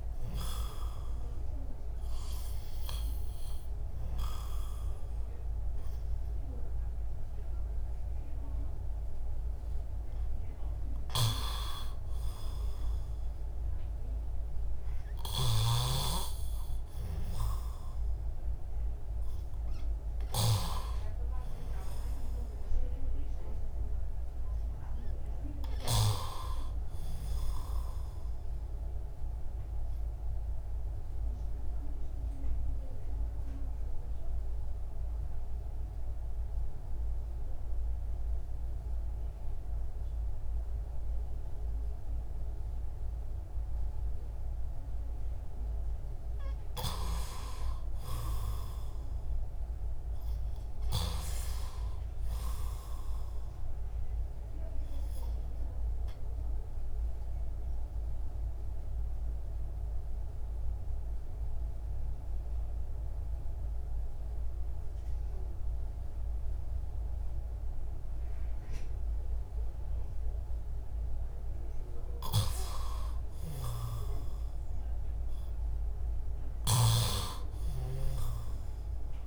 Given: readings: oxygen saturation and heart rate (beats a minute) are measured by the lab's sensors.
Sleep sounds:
breathing in sleep by a room microphone; 2
0.00-2.50 s: arousal
6.00-23.00 s: oxygen desaturation (device-marked, oxygen 98% before, 93% lowest, heart rate 59 before, 46 extreme)
23.50-27.00 s: arousal
31.00-47.00 s: mixed apnea (oxygen 98% before, 93% lowest, heart rate 68 before, 63 extreme, up 2 after)
49.50-52.00 s: arousal
50.00-76.00 s: oxygen desaturation (device-marked, oxygen 98% before, 93% lowest)
56.50-71.50 s: mixed apnea (oxygen 98% before, 93% lowest, heart rate 74 before, 38 extreme, up 2 after)
73.50-77.00 s: arousal
From the record:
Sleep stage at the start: REM sleep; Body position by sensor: on the back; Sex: male

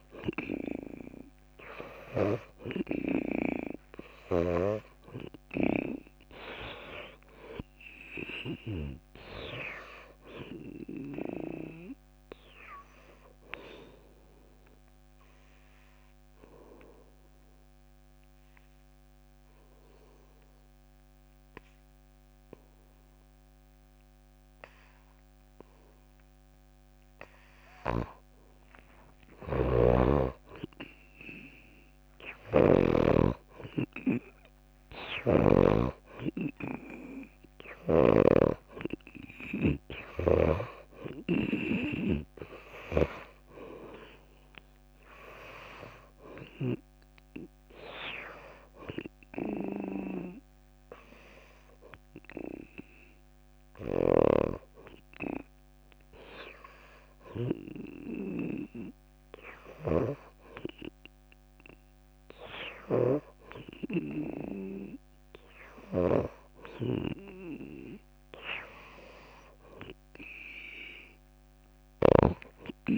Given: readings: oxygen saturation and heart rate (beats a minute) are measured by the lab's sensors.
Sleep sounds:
breathing in sleep by a microphone on the trachea; 2
0.00-3.00 s: arousal
0.00-15.00 s: oxygen desaturation (device-marked, oxygen 89% lowest)
2.00-23.00 s: drop in pulse transit time (device-marked)
13.00-15.00 s: long interval between heartbeats (device-marked)
15.50-29.00 s: obstructive apnea (oxygen 96% before, 88% lowest)
29.50-36.00 s: snoring (device-marked)
30.00-33.00 s: arousal
37.00-54.00 s: oxygen desaturation (device-marked, oxygen 96% before, 88% lowest)
43.00-47.00 s: snoring (device-marked)
45.00-52.00 s: drop in pulse transit time (device-marked)
49.50-66.50 s: hypopnea (oxygen 96% before, 86% lowest)
50.00-58.00 s: tachycardia (device-marked)
50.50-52.50 s: long interval between heartbeats (device-marked)
52.50-54.50 s: long interval between heartbeats (device-marked)
54.00-72.98 s: snoring (device-marked)
57.00-63.00 s: drop in pulse transit time (device-marked, heart rate 37 before, 76 extreme)
58.00-60.00 s: long interval between heartbeats (device-marked, heart rate 43 before, 107 extreme)
67.50-72.00 s: arousal
From the record:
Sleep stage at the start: N2 (light sleep); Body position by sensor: on the back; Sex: female

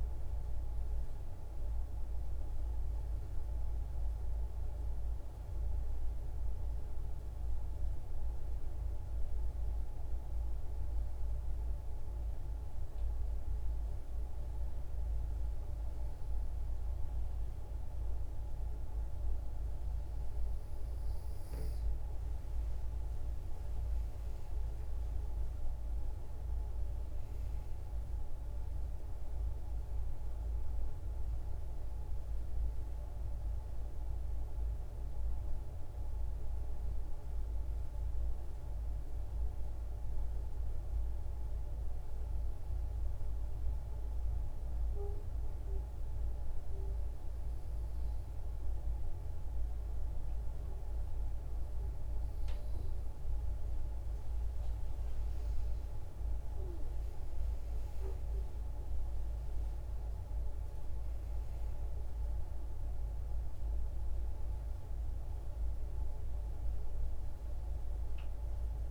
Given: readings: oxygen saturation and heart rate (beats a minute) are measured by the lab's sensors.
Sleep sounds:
breathing in sleep, hard to hear, by a room microphone; 2
0.00-12.50 s: oxygen desaturation (device-marked, oxygen 93% lowest, heart rate 50 extreme)
8.00-21.50 s: hypopnea (oxygen 96% before, 90% lowest, heart rate 56 before, 50 extreme, up 13 after)
23.00-27.00 s: arousal
25.50-45.50 s: oxygen desaturation (device-marked, oxygen 96% before, 92% lowest, heart rate 54 before, 50 extreme)
39.00-54.00 s: hypopnea (oxygen 96% before, 90% lowest, heart rate 59 before, 53 extreme, up 21 after)
55.50-59.00 s: arousal
57.50-68.91 s: oxygen desaturation (device-marked, oxygen 96% before, 90% lowest, heart rate 62 before, 54 extreme)
From the record:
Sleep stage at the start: N2 (light sleep); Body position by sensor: on the back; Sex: female

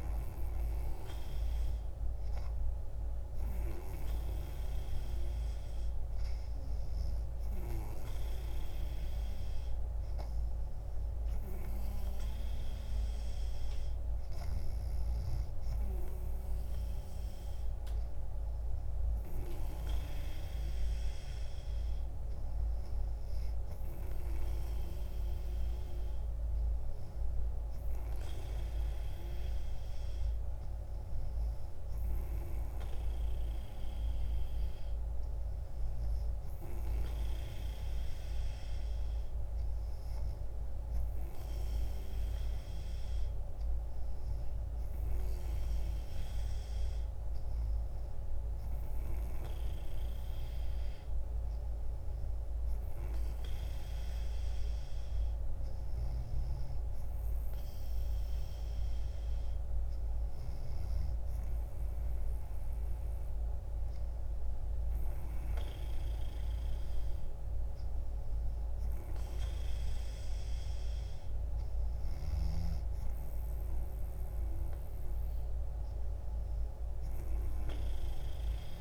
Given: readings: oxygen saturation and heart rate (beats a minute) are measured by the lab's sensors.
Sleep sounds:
breathing in sleep, hard to hear, by a room microphone; none
none scored
From the record:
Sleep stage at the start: N3 (deep sleep); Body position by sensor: on the back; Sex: female

